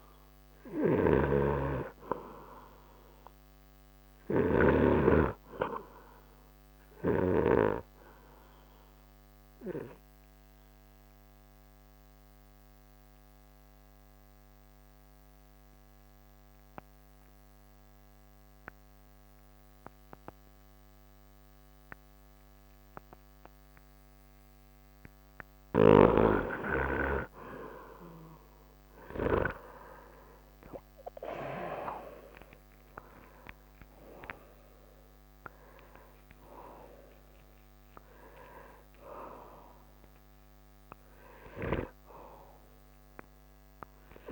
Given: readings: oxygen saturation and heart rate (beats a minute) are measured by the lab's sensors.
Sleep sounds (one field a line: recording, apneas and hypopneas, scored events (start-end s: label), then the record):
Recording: breathing in sleep by a microphone on the trachea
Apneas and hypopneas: 1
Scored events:
0.00-5.00 s: snoring (device-marked)
0.00-12.50 s: oxygen desaturation (device-marked, oxygen 88% lowest)
9.00-25.00 s: obstructive apnea (oxygen 97% before, 88% lowest, heart rate 42 before, 25 extreme, up 8 after)
26.50-44.32 s: oxygen desaturation (device-marked, oxygen 96% before, 88% lowest)
29.50-34.50 s: arousal
From the record:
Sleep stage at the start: N2 (light sleep)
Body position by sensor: on the right side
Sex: male